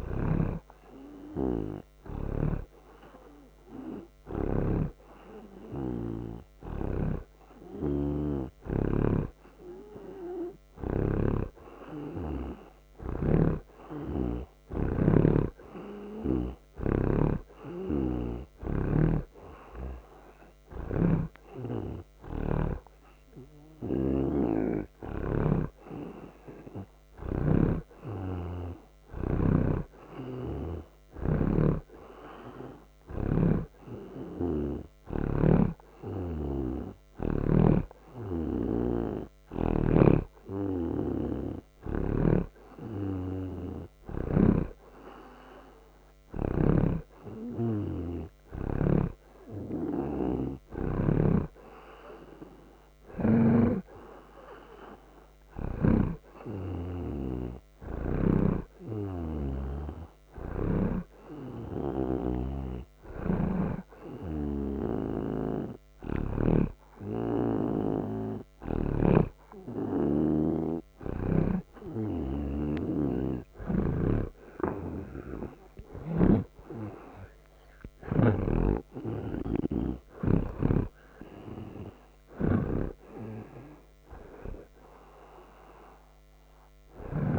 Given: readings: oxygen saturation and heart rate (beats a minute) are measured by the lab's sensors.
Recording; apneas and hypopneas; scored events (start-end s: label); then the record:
breathing in sleep by a microphone on the trachea; none
8.50-19.00 s: snoring (device-marked)
21.00-35.50 s: snoring (device-marked)
37.50-56.00 s: snoring (device-marked)
63.00-66.50 s: snoring (device-marked)
76.00-80.00 s: snoring (device-marked)
From the record:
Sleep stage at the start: N2 (light sleep); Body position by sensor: on the right side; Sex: male